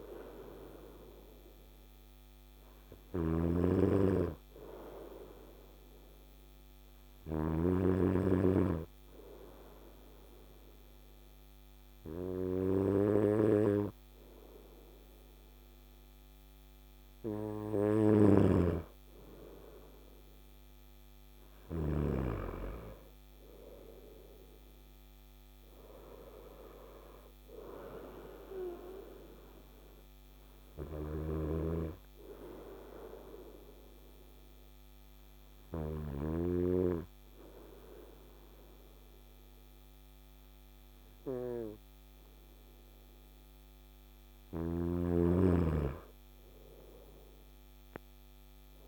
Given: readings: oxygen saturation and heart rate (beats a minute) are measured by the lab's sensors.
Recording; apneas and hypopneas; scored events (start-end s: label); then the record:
breathing in sleep by a microphone on the trachea; 2
0.00-7.00 s: snoring (device-marked)
3.50-17.50 s: obstructive apnea (oxygen 98% before, 93% lowest, heart rate 54 before, 55 extreme, up 3 after)
17.50-21.50 s: snoring (device-marked)
20.50-24.00 s: arousal
30.00-35.50 s: snoring (device-marked)
30.50-44.00 s: obstructive apnea (oxygen 95% before, 93% lowest, heart rate 58 before, 55 extreme, up 6 after)
47.00-48.88 s: arousal
From the record:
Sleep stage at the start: N2 (light sleep); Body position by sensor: on the right side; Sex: male